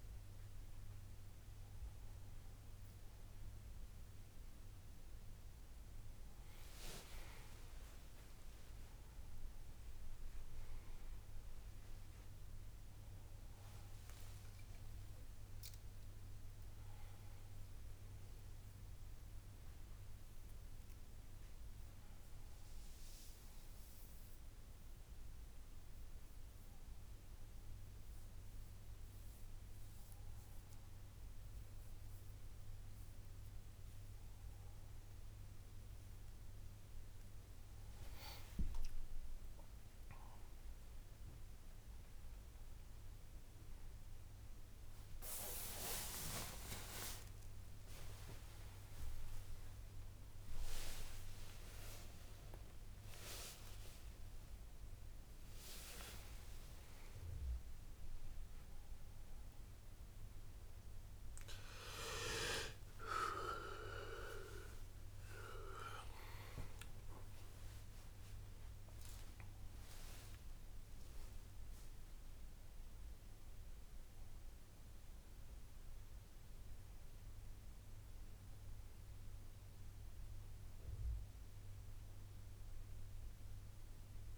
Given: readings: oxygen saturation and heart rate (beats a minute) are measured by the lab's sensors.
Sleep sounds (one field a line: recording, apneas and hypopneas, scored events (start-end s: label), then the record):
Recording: breathing in sleep by a room microphone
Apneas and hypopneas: none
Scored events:
0.00-15.50 s: oxygen desaturation (device-marked, oxygen 92% lowest, heart rate 76 extreme)
51.00-55.50 s: arousal
From the record:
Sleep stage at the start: N2 (light sleep)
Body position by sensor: on the back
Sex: male